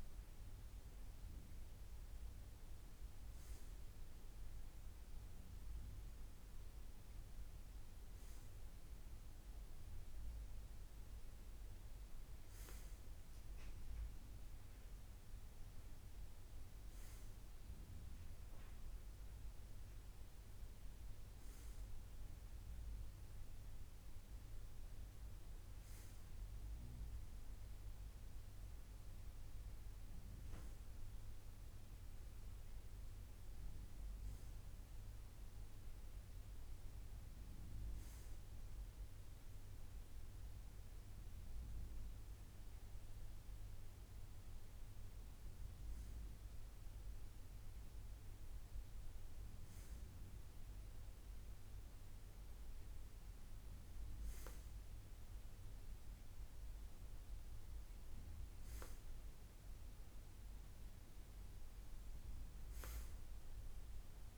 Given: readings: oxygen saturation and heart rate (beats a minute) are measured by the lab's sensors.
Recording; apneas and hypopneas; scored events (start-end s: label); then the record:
breathing in sleep, hard to hear, by a room microphone; none
none scored
From the record:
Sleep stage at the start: N2 (light sleep); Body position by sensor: on the right side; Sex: male